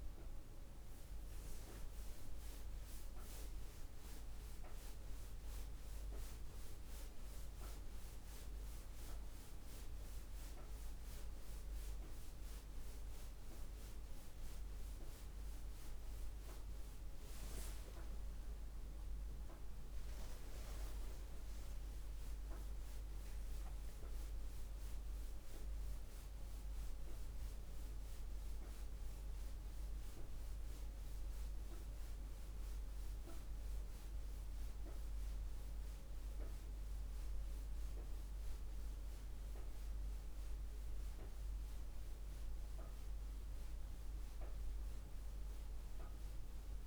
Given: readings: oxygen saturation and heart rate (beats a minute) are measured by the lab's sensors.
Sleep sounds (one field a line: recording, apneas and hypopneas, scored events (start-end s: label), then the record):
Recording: breathing in sleep, hard to hear, by a room microphone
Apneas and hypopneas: none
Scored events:
0.00-7.00 s: oxygen desaturation (device-marked, oxygen 93% lowest, heart rate 56 extreme)
17.00-21.50 s: arousal
From the record:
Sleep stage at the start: N2 (light sleep)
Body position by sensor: on the back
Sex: female